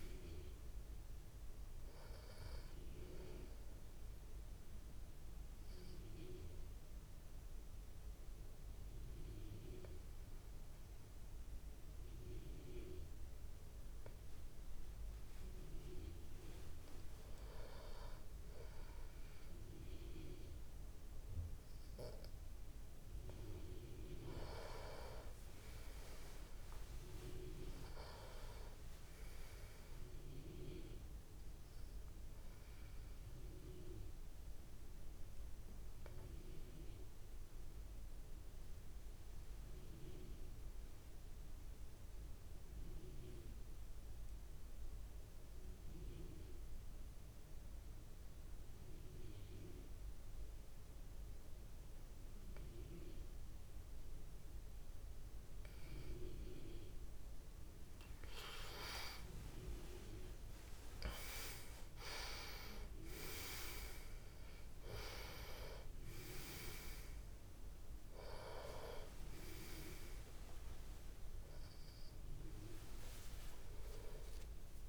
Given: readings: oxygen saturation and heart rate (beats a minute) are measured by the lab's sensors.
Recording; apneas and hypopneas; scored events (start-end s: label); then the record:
breathing in sleep by a room microphone; 2
0.00-15.00 s: oxygen desaturation (device-marked, oxygen 89% lowest)
5.50-16.00 s: obstructive apnea (oxygen 98% before, 88% lowest)
18.50-22.50 s: arousal
32.50-58.00 s: obstructive apnea (oxygen 98% before, 88% lowest)
58.00-74.89 s: oxygen desaturation (device-marked, oxygen 96% before, 88% lowest)
59.00-63.00 s: arousal
From the record:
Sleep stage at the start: N2 (light sleep); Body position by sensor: on the back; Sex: male